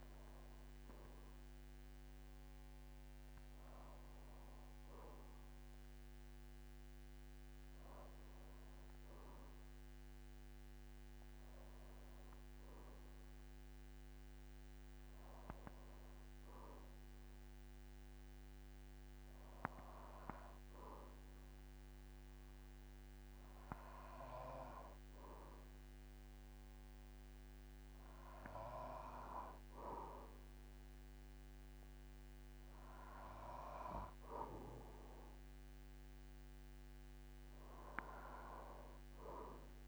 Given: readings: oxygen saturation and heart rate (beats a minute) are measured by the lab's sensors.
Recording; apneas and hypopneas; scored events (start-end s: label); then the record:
breathing in sleep by a microphone on the trachea; none
22.50-39.88 s: new sleep stage, N2 (light sleep)
From the record:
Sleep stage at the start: N1 (lightest sleep); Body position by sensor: on the back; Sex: male